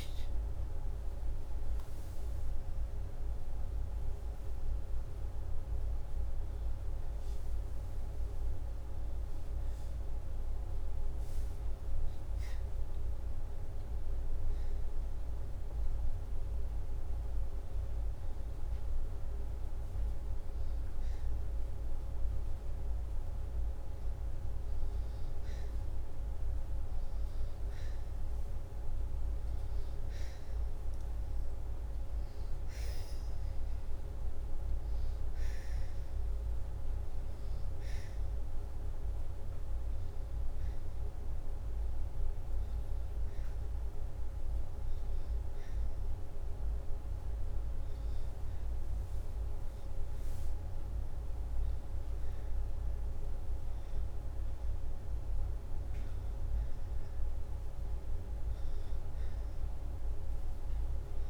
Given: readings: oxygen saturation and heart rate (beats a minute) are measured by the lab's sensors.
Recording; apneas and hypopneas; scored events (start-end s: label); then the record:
breathing in sleep, hard to hear, by a room microphone; 2
1.50-12.50 s: hypopnea (oxygen 97% before, 95% lowest, heart rate 84 before, 81 extreme, up 0 after)
13.50-16.50 s: arousal
43.50-56.50 s: hypopnea (oxygen 97% before, 95% lowest, heart rate 82 before, 81 extreme, up 8 after)
58.00-61.00 s: arousal
From the record:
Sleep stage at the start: N2 (light sleep); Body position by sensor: upright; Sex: male